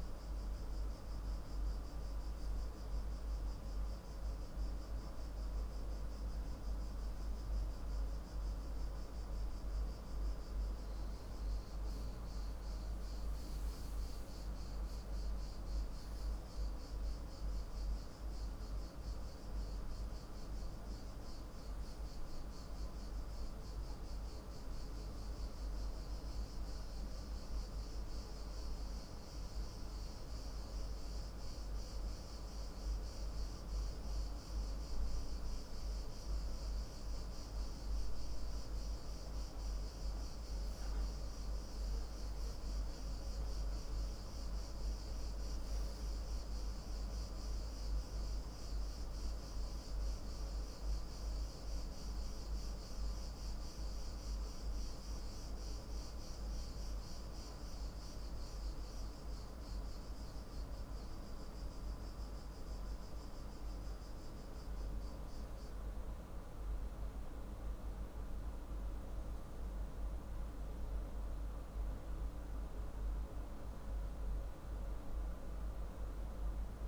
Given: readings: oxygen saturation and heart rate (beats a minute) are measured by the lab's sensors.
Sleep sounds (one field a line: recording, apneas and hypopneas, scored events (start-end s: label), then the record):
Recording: breathing in sleep, hard to hear, by a room microphone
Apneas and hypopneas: none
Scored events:
none scored
From the record:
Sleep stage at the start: N2 (light sleep)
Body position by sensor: on the left side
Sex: male